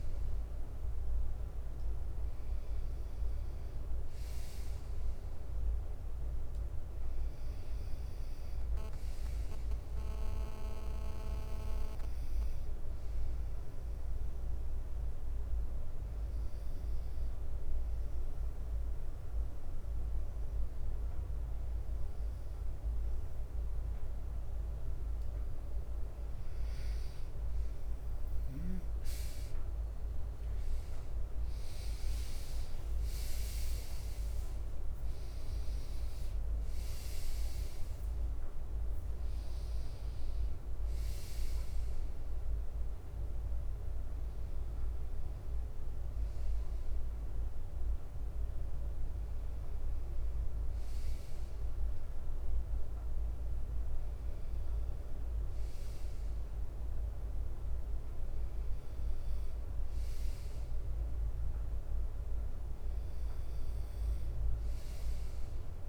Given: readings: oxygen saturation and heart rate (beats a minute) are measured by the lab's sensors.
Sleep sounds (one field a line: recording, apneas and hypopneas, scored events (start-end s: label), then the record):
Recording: breathing in sleep, hard to hear, by a room microphone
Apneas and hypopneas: 1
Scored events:
13.50-25.50 s: hypopnea (oxygen 96% before, 93% lowest, heart rate 60 before, 57 extreme, up 9 after)
15.00-25.00 s: bradycardia (device-marked, heart rate 61 before, 57 extreme)
18.00-22.00 s: leg movement (device-marked)
30.00-33.00 s: arousal
32.00-39.00 s: leg movement (device-marked)
33.00-47.00 s: drop in pulse transit time (device-marked, heart rate 60 before, 61 extreme)
45.00-47.00 s: bradycardia (device-marked, heart rate 61 before, 61 extreme)
53.00-55.00 s: leg movement (device-marked)
53.00-59.00 s: bradycardia (device-marked, heart rate 61 before, 59 extreme)
From the record:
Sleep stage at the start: N2 (light sleep)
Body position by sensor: on the right side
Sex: male